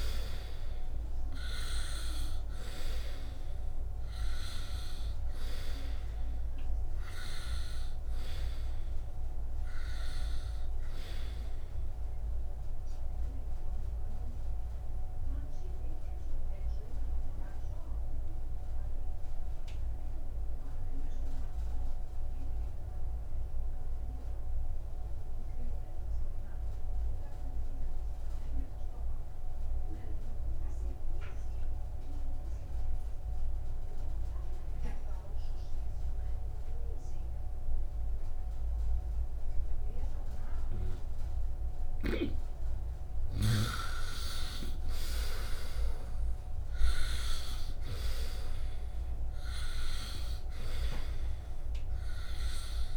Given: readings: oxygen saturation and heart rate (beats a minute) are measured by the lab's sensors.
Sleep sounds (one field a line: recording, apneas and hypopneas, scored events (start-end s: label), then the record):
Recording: breathing in sleep by a room microphone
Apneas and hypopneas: 1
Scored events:
0.00-26.50 s: oxygen desaturation (device-marked, oxygen 71% lowest, heart rate 56 extreme)
14.00-42.00 s: obstructive apnea (oxygen 95% before, 71% lowest, heart rate 67 before, 60 extreme, up 7 after)
36.50-52.97 s: oxygen desaturation (device-marked, oxygen 99% before, 75% lowest, heart rate 72 before, 54 extreme)
43.00-48.50 s: arousal
From the record:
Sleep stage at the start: N2 (light sleep)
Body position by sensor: upright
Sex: male